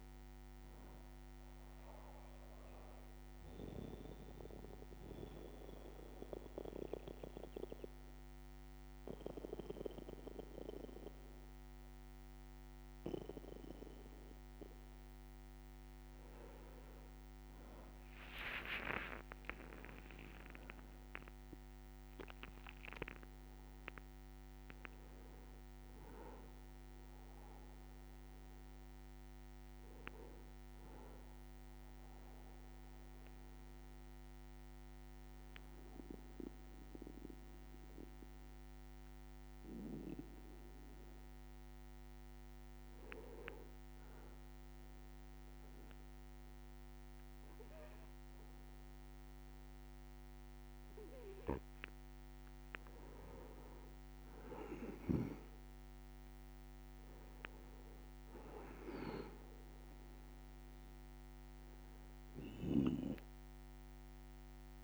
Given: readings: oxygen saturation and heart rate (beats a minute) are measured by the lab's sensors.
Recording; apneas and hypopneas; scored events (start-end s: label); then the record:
breathing in sleep by a microphone on the trachea; 2
1.00-14.50 s: obstructive apnea (oxygen 97% before, 94% lowest, heart rate 63 before, 60 extreme, up 14 after)
18.50-23.50 s: arousal
31.00-43.00 s: obstructive apnea (oxygen 97% before, 91% lowest, heart rate 67 before, 61 extreme, up 2 after)
44.50-49.00 s: arousal
From the record:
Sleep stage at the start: N2 (light sleep); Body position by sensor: on the back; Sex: male